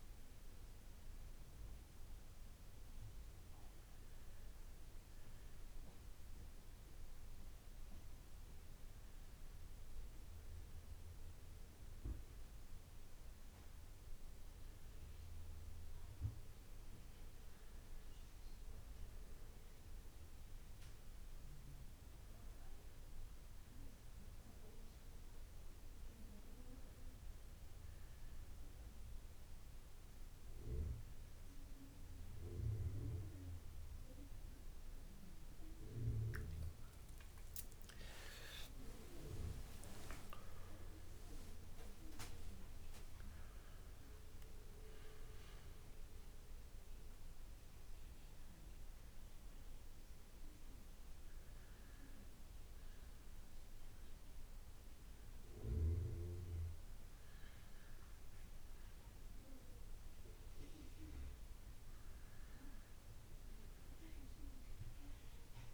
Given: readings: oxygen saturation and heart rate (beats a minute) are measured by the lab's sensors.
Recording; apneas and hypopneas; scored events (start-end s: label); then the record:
breathing in sleep by a room microphone; none
none scored
From the record:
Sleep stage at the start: N2 (light sleep); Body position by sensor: on the back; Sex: male